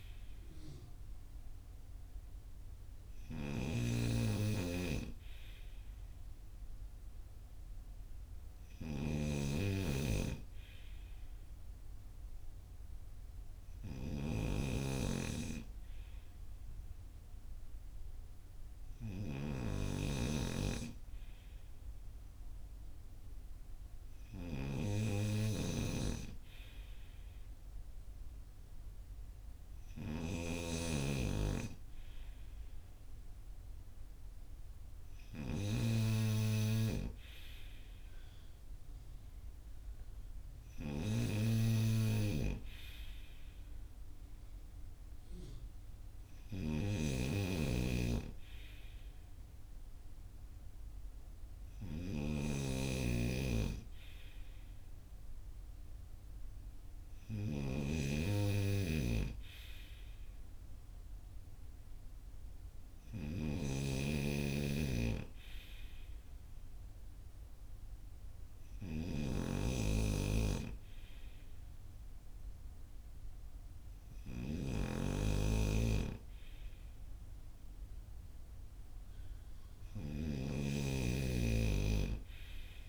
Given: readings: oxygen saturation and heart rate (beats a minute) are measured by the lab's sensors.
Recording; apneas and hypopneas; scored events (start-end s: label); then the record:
breathing in sleep by a room microphone; none
0.00-82.89 s: snoring (device-marked)
From the record:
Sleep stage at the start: N2 (light sleep); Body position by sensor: on the front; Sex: male